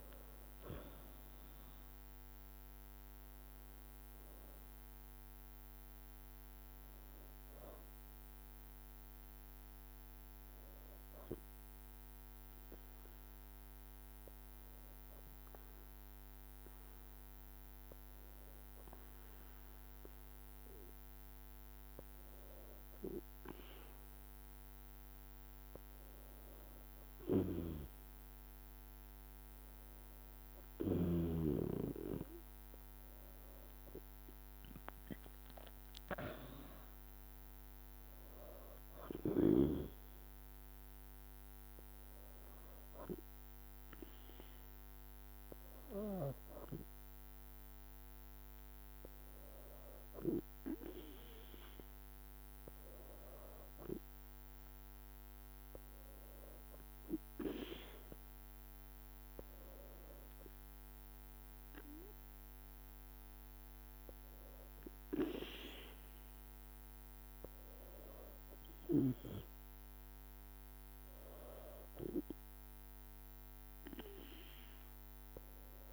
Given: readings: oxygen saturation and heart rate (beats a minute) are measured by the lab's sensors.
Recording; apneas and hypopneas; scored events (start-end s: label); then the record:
breathing in sleep by a microphone on the trachea; 3
0.00-1.00 s: arousal
0.00-12.00 s: drop in pulse transit time (device-marked, heart rate 58 before, 55 extreme)
9.50-22.50 s: obstructive apnea (oxygen 96% before, 93% lowest, heart rate 58 before, 54 extreme, up 5 after)
32.00-36.00 s: arousal
34.00-45.00 s: drop in pulse transit time (device-marked, heart rate 57 before, 57 extreme)
36.00-52.00 s: oxygen desaturation (device-marked, oxygen 98% before, 93% lowest, heart rate 58 before, 55 extreme)
39.00-50.00 s: hypopnea (oxygen 98% before, 93% lowest, heart rate 59 before, 55 extreme, up 2 after)
53.50-57.00 s: arousal
59.50-69.50 s: hypopnea (oxygen 98% before, 94% lowest, heart rate 57 before, 55 extreme, up 2 after)
70.50-73.50 s: arousal
From the record:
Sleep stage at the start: N2 (light sleep); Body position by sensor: on the back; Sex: female